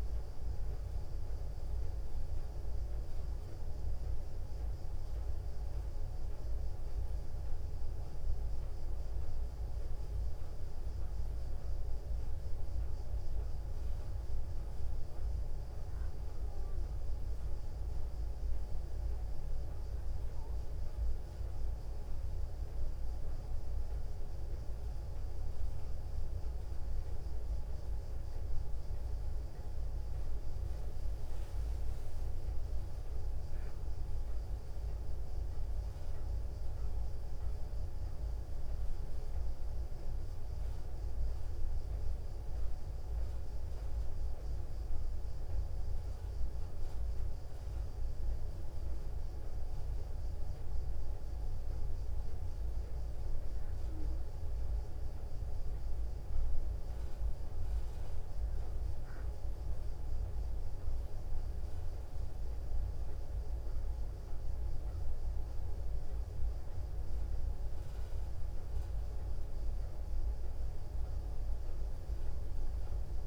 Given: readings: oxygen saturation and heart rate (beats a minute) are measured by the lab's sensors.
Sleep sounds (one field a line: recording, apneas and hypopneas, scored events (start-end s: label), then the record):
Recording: breathing in sleep, hard to hear, by a room microphone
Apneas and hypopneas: 2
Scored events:
11.50-22.50 s: obstructive apnea (oxygen 94% before, 91% lowest, heart rate 65 before, 62 extreme, up 3 after)
27.50-31.50 s: arousal
29.00-48.00 s: oxygen desaturation (device-marked, oxygen 94% before, 91% lowest, heart rate 63 before, 61 extreme)
49.50-60.50 s: mixed apnea (oxygen 94% before, 92% lowest, heart rate 65 before, 61 extreme, up 3 after)
63.00-68.00 s: arousal
From the record:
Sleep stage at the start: N2 (light sleep)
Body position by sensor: on the back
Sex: female